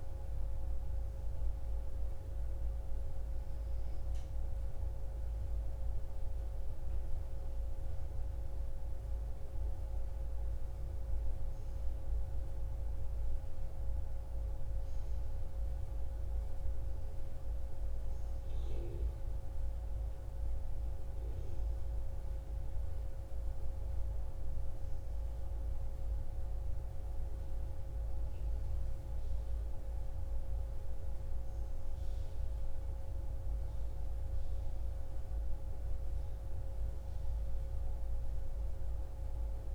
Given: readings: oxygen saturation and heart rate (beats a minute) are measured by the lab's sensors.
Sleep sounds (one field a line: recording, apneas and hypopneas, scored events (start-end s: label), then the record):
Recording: breathing in sleep, hard to hear, by a room microphone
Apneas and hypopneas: none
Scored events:
none scored
From the record:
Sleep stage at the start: N1 (lightest sleep)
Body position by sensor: on the back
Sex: female